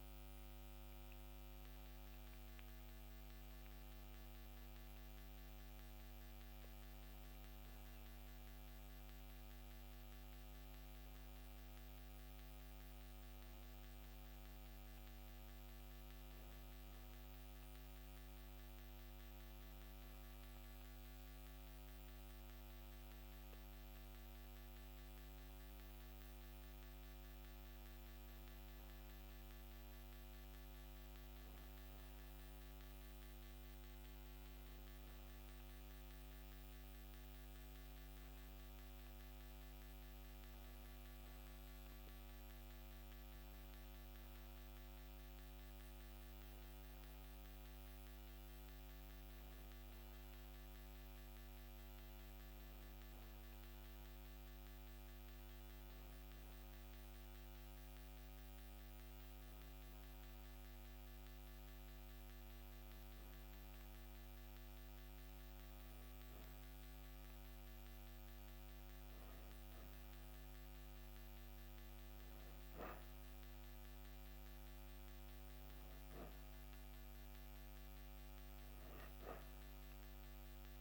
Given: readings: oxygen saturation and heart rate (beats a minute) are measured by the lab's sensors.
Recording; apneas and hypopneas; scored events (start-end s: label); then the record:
breathing in sleep, hard to hear, by a microphone on the trachea; none
none scored
From the record:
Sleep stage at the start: N2 (light sleep); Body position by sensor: on the back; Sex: female